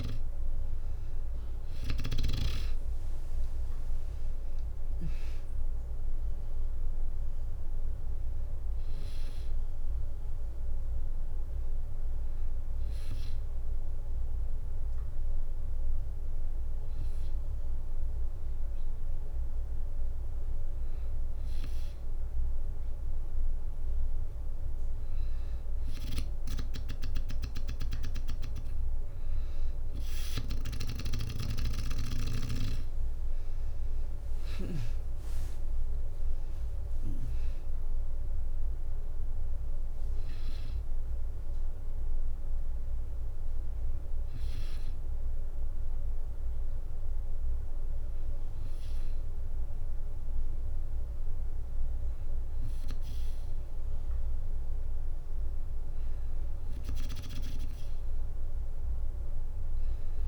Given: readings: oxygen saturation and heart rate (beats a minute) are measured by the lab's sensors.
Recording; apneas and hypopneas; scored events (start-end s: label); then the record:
breathing in sleep by a room microphone; 2
0.00-3.50 s: arousal
0.00-5.50 s: oxygen desaturation (device-marked, oxygen 94% lowest, heart rate 59 extreme)
0.50-14.50 s: drop in pulse transit time (device-marked, heart rate 63 before, 62 extreme)
2.50-4.50 s: long interval between heartbeats (device-marked, heart rate 63 before, 77 extreme)
11.50-23.00 s: hypopnea (oxygen 97% before, 94% lowest, heart rate 69 before, 59 extreme, up 3 after)
13.50-20.50 s: bradycardia (device-marked, heart rate 63 before, 59 extreme)
30.00-34.00 s: snoring (device-marked)
34.50-38.50 s: arousal
35.50-37.50 s: long interval between heartbeats (device-marked, heart rate 61 before, 77 extreme)
35.50-50.50 s: drop in pulse transit time (device-marked, heart rate 61 before, 59 extreme)
43.50-53.50 s: hypopnea (oxygen 97% before, 94% lowest, heart rate 67 before, 59 extreme, up 3 after)
From the record:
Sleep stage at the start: N2 (light sleep); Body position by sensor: on the back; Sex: female